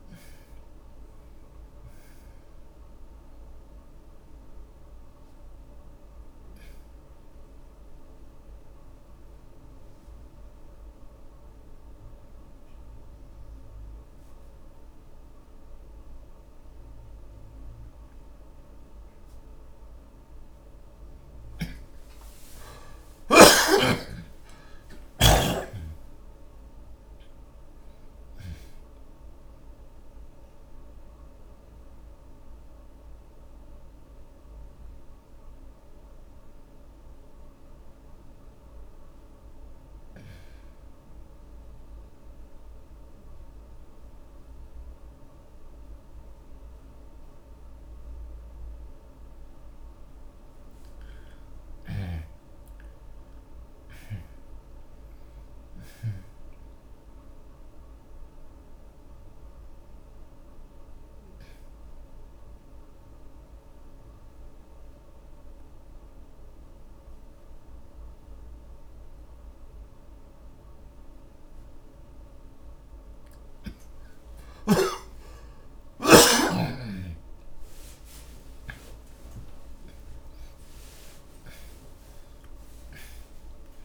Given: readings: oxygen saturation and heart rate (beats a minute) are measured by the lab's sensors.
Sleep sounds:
breathing in sleep by a room microphone; 3
0.00-21.50 s: oxygen desaturation (device-marked, oxygen 82% lowest)
7.00-20.50 s: obstructive apnea (oxygen 98% before, 76% lowest)
22.00-25.50 s: arousal
32.00-48.50 s: mixed apnea (oxygen 96% before, 76% lowest)
38.50-48.50 s: oxygen desaturation (device-marked, oxygen 94% before, 76% lowest)
51.50-55.00 s: arousal
55.50-73.50 s: oxygen desaturation (device-marked, oxygen 98% before, 80% lowest)
59.50-74.00 s: mixed apnea (oxygen 98% before, 78% lowest)
75.00-79.50 s: arousal
From the record:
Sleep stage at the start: N2 (light sleep); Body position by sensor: on the back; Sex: male

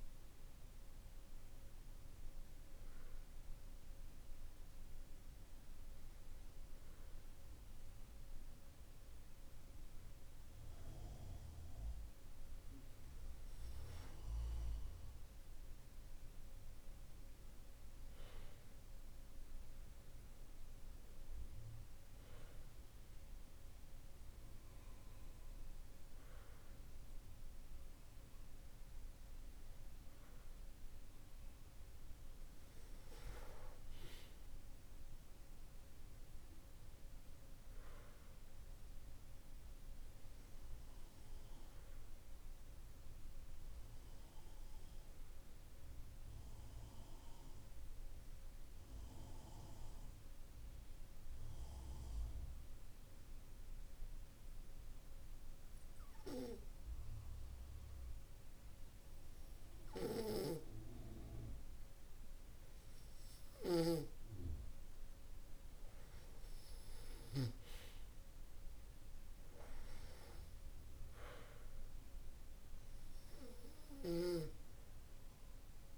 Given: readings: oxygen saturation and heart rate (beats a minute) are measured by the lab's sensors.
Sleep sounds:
breathing in sleep by a room microphone; 1
45.00-62.50 s: obstructive apnea (oxygen 95% before, 91% lowest, heart rate 51 before, 49 extreme, up 5 after)
64.50-67.50 s: arousal
72.00-75.98 s: oxygen desaturation (device-marked, oxygen 95% before, 91% lowest, heart rate 52 before, 49 extreme)
From the record:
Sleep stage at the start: N2 (light sleep); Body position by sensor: on the back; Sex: male

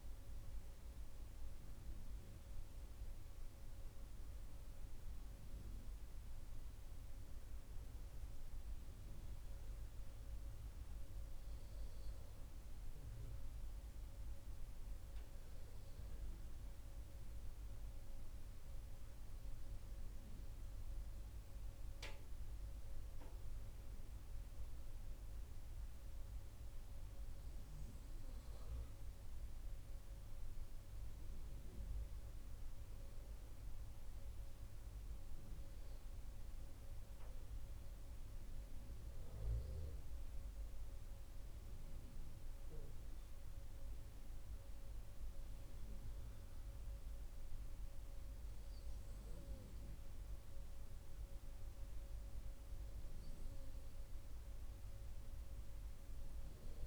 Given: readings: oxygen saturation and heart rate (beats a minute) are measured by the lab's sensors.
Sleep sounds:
breathing in sleep, hard to hear, by a room microphone; none
38.50-43.00 s: arousal
From the record:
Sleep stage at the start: N2 (light sleep); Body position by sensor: on the right side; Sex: male

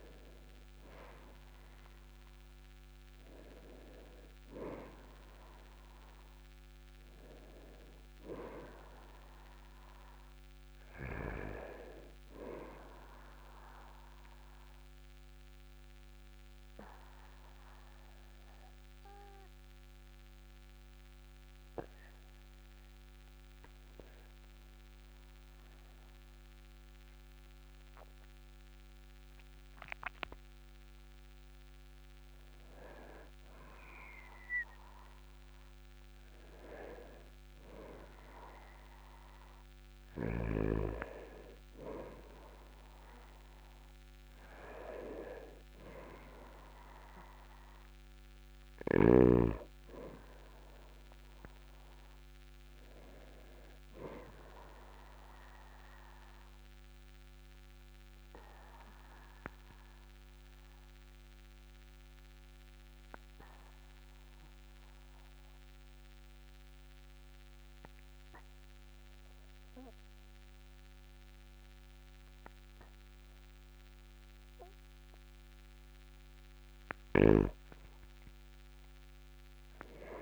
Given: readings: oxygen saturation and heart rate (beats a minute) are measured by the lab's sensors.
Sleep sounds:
breathing in sleep by a microphone on the trachea; 2
14.50-30.50 s: obstructive apnea (oxygen 98% before, 96% lowest, heart rate 50 before, 42 extreme, up 9 after)
33.00-37.00 s: arousal
57.00-75.50 s: obstructive apnea (oxygen 98% before, 96% lowest, heart rate 48 before, 40 extreme, up 10 after)
76.50-80.00 s: arousal
From the record:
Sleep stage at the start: N2 (light sleep); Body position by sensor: on the back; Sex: male

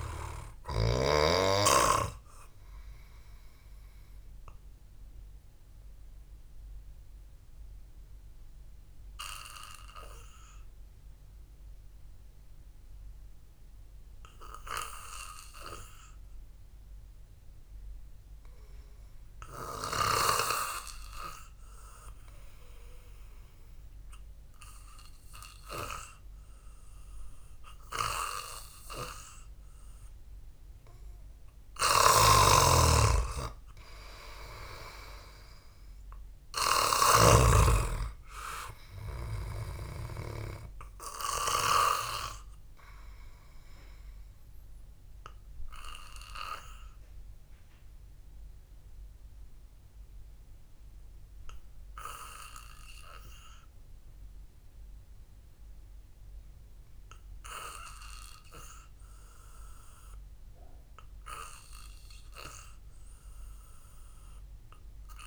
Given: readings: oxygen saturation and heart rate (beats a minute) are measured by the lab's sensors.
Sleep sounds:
breathing in sleep by a room microphone; 2
0.00-1.50 s: snoring (device-marked)
5.50-20.00 s: obstructive apnea (oxygen 97% before, 91% lowest, heart rate 58 before, 52 extreme, up 3 after)
14.50-25.50 s: oxygen desaturation (device-marked, oxygen 95% before, 91% lowest, heart rate 58 before, 52 extreme)
27.50-32.00 s: arousal
31.50-49.50 s: oxygen desaturation (device-marked, oxygen 97% before, 93% lowest, heart rate 62 before, 52 extreme)
32.50-38.00 s: snoring (device-marked)
46.50-60.00 s: obstructive apnea (oxygen 97% before, 91% lowest, heart rate 57 before, 51 extreme, up 2 after)
From the record:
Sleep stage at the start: N2 (light sleep); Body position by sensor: on the back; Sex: male

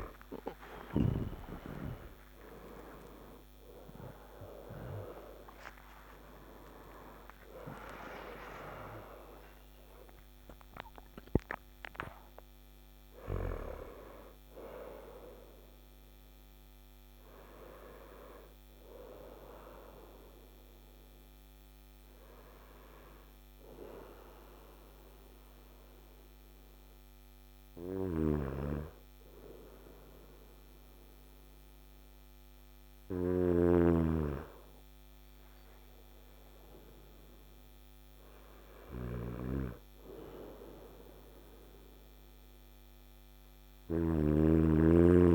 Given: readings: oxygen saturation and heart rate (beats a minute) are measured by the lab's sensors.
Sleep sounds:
breathing in sleep by a microphone on the trachea; none
0.00-6.00 s: arousal
0.00-7.50 s: oxygen desaturation (device-marked, oxygen 95% lowest, heart rate 56 extreme)
43.00-45.34 s: snoring (device-marked)
From the record:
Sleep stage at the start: N2 (light sleep); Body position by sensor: on the front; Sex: male

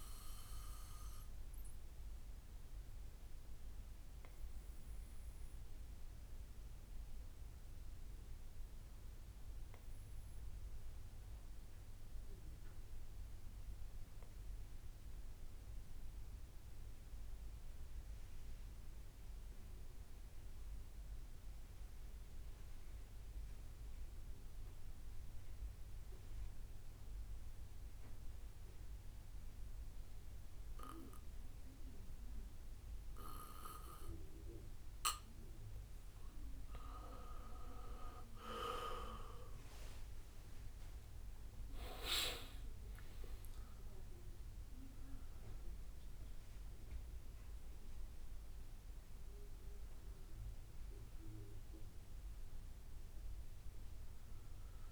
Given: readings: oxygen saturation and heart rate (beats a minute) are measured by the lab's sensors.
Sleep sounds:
breathing in sleep by a room microphone; 1
0.00-12.50 s: oxygen desaturation (device-marked, oxygen 88% lowest, heart rate 52 extreme)
0.00-17.50 s: bradycardia (device-marked, heart rate 52 extreme)
3.00-36.00 s: obstructive apnea (oxygen 97% before, 88% lowest, heart rate 64 before, 55 extreme, up 49 after)
19.50-21.50 s: bradycardia (device-marked, heart rate 64 before, 59 extreme)
30.50-54.91 s: oxygen desaturation (device-marked, oxygen 99% before, 88% lowest, heart rate 59 before, 59 extreme)
37.50-42.00 s: arousal
39.50-43.50 s: tachycardia (device-marked, heart rate 63 before, 107 extreme)
40.50-42.50 s: long interval between heartbeats (device-marked, heart rate 62 before, 90 extreme)
41.50-53.50 s: drop in pulse transit time (device-marked, heart rate 63 before, 63 extreme)
52.50-54.91 s: new sleep stage, N1 (lightest sleep)
From the record:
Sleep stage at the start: N2 (light sleep); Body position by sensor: on the back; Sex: male

